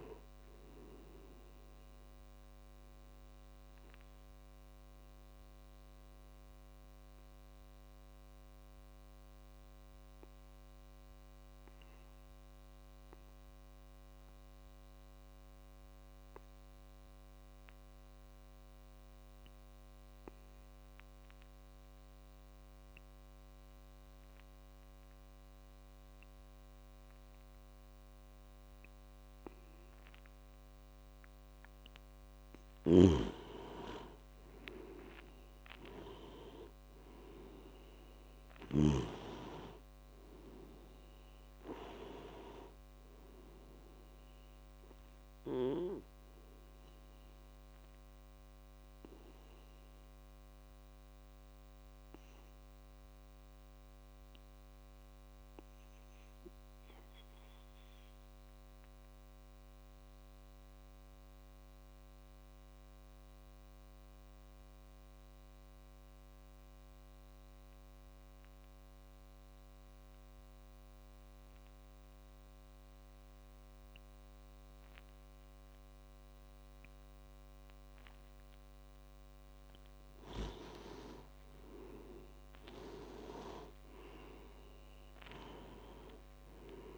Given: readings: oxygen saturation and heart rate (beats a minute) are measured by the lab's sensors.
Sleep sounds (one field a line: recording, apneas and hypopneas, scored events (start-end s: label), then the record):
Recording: breathing in sleep by a microphone on the trachea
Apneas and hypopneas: 2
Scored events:
0.00-14.00 s: oxygen desaturation (device-marked, oxygen 90% lowest)
4.00-32.00 s: mixed apnea (oxygen 98% before, 90% lowest)
28.00-60.00 s: oxygen desaturation (device-marked, oxygen 98% before, 90% lowest)
32.50-39.00 s: snoring (device-marked)
34.00-38.00 s: arousal
46.00-79.50 s: obstructive apnea (oxygen 98% before, 89% lowest)
79.00-86.98 s: oxygen desaturation (device-marked, oxygen 97% before, 89% lowest)
81.50-85.50 s: arousal
From the record:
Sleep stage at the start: N2 (light sleep)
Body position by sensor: on the back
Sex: male